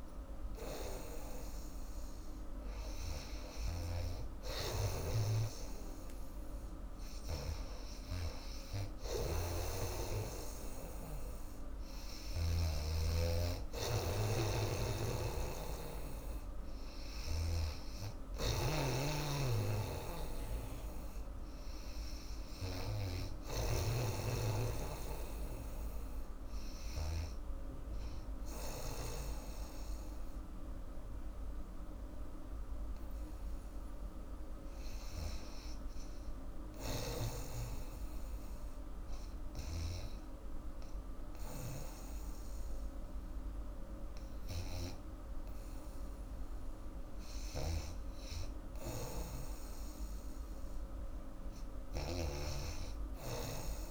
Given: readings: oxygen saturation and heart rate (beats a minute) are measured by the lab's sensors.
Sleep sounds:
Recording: breathing in sleep by a room microphone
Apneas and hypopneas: 1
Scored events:
0.00-7.50 s: snoring (device-marked)
19.50-29.00 s: snoring (device-marked)
36.50-42.00 s: snoring (device-marked)
36.50-49.00 s: hypopnea (oxygen 97% before, 89% lowest, heart rate 87 before, 68 extreme)
42.00-53.91 s: oxygen desaturation (device-marked, oxygen 97% before, 91% lowest, heart rate 84 before, 68 extreme)
49.00-53.91 s: snoring (device-marked)
From the record:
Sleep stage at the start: N2 (light sleep)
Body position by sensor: on the back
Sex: female

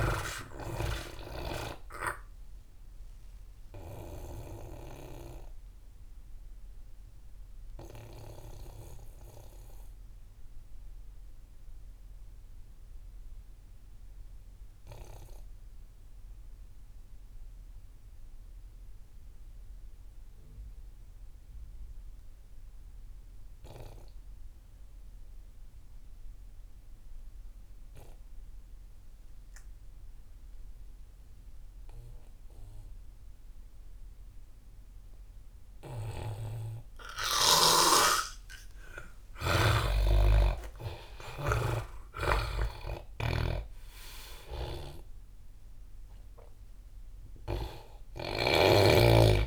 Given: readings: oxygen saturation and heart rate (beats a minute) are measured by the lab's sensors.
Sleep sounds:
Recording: breathing in sleep by a room microphone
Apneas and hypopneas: 1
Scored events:
0.00-19.00 s: oxygen desaturation (device-marked, oxygen 83% lowest)
3.00-35.50 s: obstructive apnea (oxygen 99% before, 79% lowest)
35.00-49.47 s: oxygen desaturation (device-marked, oxygen 98% before, 79% lowest)
38.00-42.50 s: arousal
42.50-49.47 s: snoring (device-marked)
From the record:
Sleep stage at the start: N2 (light sleep)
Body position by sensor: on the back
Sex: male

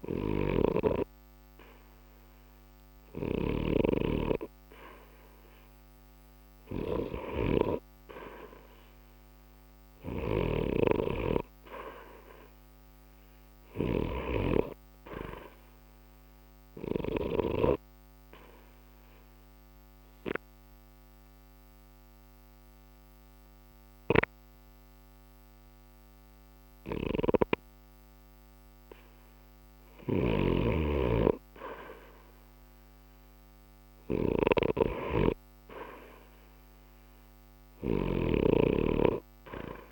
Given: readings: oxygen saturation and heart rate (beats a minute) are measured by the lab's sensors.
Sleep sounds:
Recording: breathing in sleep by a microphone on the trachea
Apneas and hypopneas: 1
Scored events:
9.00-32.00 s: oxygen desaturation (device-marked, oxygen 90% before, 83% lowest, heart rate 61 before, 60 extreme)
18.00-30.00 s: obstructive apnea (oxygen 90% before, 83% lowest, heart rate 61 before, 60 extreme, up 1 after)
33.00-37.50 s: arousal
From the record:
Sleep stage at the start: REM sleep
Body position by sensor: on the right side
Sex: male

